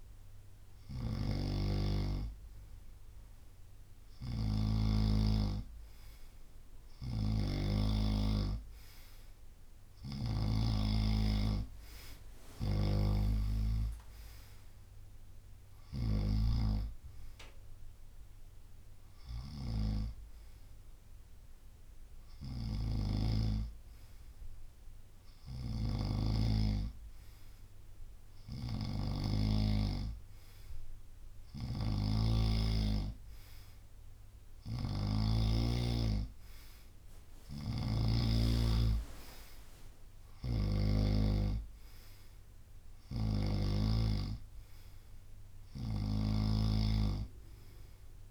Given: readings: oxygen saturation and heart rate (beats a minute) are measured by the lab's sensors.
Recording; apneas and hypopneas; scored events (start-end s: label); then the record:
breathing in sleep by a room microphone; none
0.00-2.00 s: drop in pulse transit time (device-marked, heart rate 73 extreme)
0.50-41.00 s: snoring (device-marked)
12.00-21.00 s: drop in pulse transit time (device-marked, heart rate 72 before, 69 extreme)
34.00-45.00 s: drop in pulse transit time (device-marked, heart rate 70 before, 68 extreme)
45.50-48.31 s: snoring (device-marked)
From the record:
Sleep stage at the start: N2 (light sleep); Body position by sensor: on the right side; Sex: male